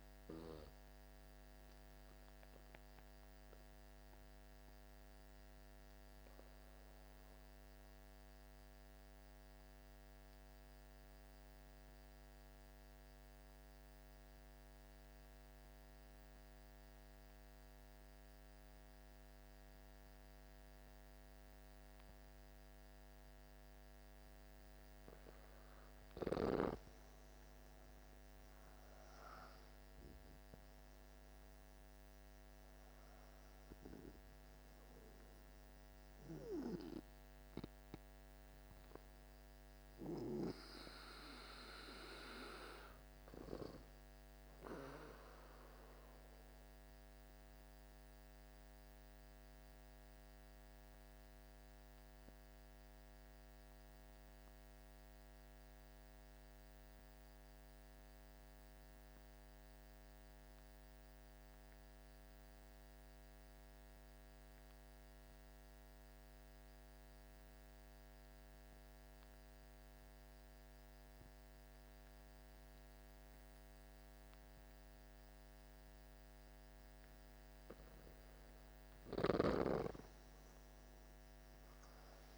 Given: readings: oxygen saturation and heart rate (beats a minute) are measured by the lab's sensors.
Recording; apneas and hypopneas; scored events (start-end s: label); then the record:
breathing in sleep by a microphone on the trachea; 2
0.00-4.50 s: oxygen desaturation (device-marked, oxygen 86% lowest, heart rate 50 extreme)
1.50-25.50 s: obstructive apnea (oxygen 96% before, 85% lowest, heart rate 54 before, 48 extreme, up 11 after)
19.50-56.50 s: oxygen desaturation (device-marked, oxygen 98% before, 85% lowest, heart rate 54 before, 48 extreme)
26.00-30.00 s: arousal
47.00-77.50 s: obstructive apnea (oxygen 97% before, 84% lowest, heart rate 56 before, 50 extreme, up 13 after)
71.50-82.38 s: oxygen desaturation (device-marked, oxygen 98% before, 84% lowest, heart rate 51 before, 47 extreme)
79.50-82.38 s: arousal
From the record:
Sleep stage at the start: N2 (light sleep); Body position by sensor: on the back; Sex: male